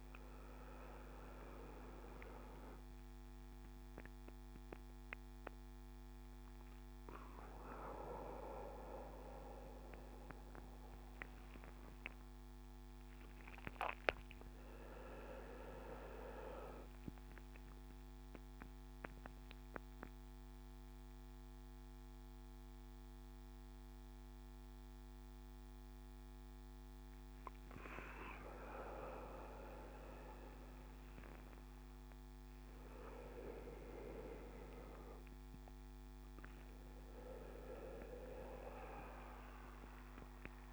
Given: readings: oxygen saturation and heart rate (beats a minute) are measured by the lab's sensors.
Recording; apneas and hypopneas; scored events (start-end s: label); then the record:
breathing in sleep by a microphone on the trachea; none
none scored
From the record:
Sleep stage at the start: N1 (lightest sleep); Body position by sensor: on the back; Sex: male